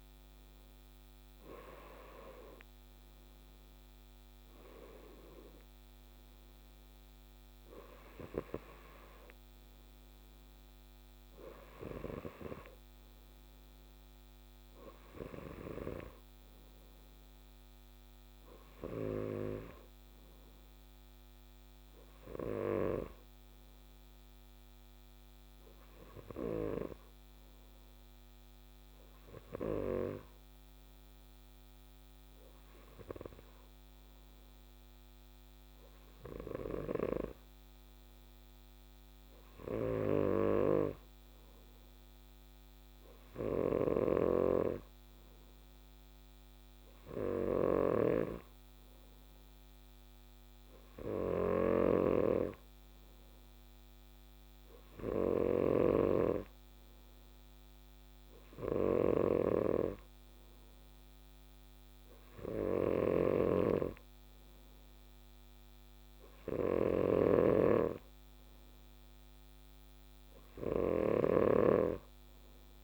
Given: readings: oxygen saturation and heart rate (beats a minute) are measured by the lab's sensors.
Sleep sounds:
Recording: breathing in sleep by a microphone on the trachea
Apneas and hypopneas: none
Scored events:
44.00-72.84 s: snoring (device-marked)
From the record:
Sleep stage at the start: N2 (light sleep)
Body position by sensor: on the left side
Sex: male

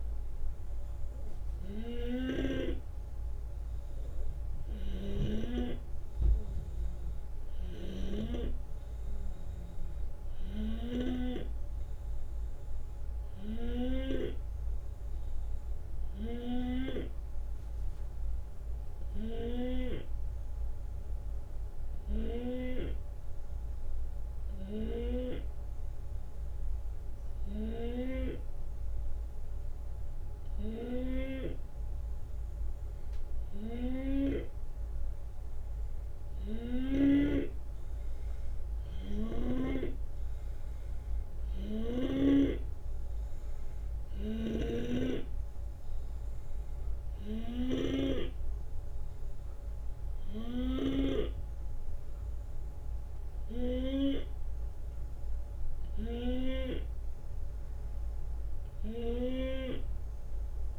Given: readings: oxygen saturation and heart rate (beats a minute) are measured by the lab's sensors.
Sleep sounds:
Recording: breathing in sleep by a room microphone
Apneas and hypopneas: 1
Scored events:
2.00-5.50 s: snoring (device-marked)
18.50-32.50 s: hypopnea (oxygen 94% before, 90% lowest)
34.50-38.00 s: arousal
44.00-51.00 s: snoring (device-marked)
From the record:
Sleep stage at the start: N2 (light sleep)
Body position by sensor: on the left side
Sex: male

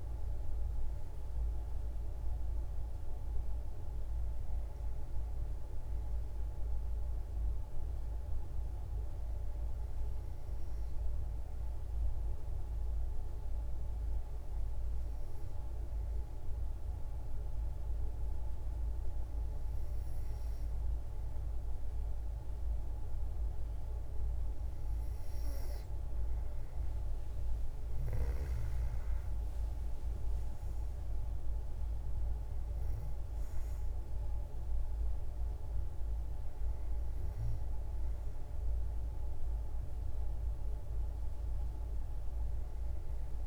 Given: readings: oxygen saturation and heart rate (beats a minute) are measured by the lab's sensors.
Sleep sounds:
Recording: breathing in sleep, hard to hear, by a room microphone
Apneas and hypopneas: 1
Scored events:
6.00-23.50 s: obstructive apnea (oxygen 97% before, 93% lowest, heart rate 70 before, 54 extreme, up 9 after)
26.00-29.50 s: arousal
From the record:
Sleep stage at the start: N2 (light sleep)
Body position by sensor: on the back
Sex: female

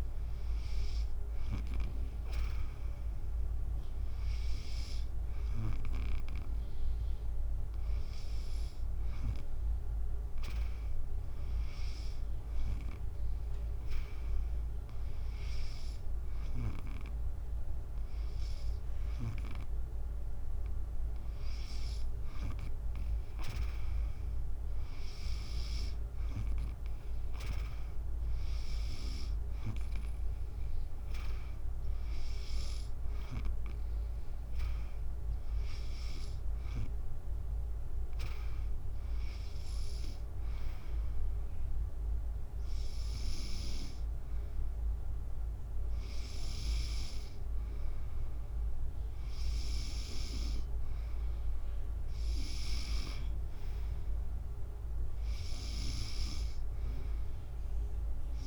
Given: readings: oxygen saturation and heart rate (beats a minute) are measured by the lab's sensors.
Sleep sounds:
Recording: breathing in sleep by a room microphone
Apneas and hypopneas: none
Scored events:
none scored
From the record:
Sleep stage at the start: N2 (light sleep)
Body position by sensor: on the back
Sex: female

